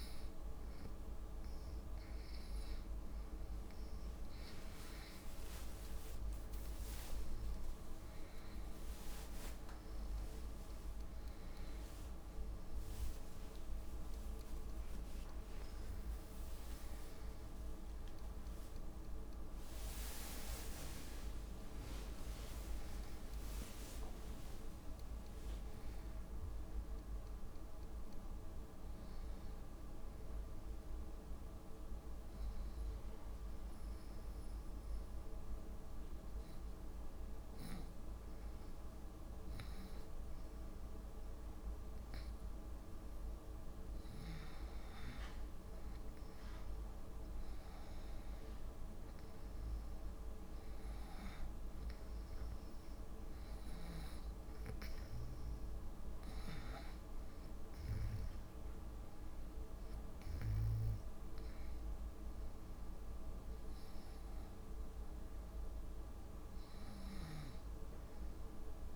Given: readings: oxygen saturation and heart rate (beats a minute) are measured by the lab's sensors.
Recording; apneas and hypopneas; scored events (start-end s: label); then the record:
breathing in sleep, hard to hear, by a room microphone; 1
12.00-16.00 s: arousal
32.00-44.50 s: hypopnea (oxygen 96% before, 86% lowest)
45.50-65.50 s: oxygen desaturation (device-marked, oxygen 96% before, 86% lowest)
48.00-52.00 s: arousal
67.50-68.96 s: long interval between heartbeats (device-marked)
From the record:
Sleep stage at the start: N2 (light sleep); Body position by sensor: on the back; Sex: female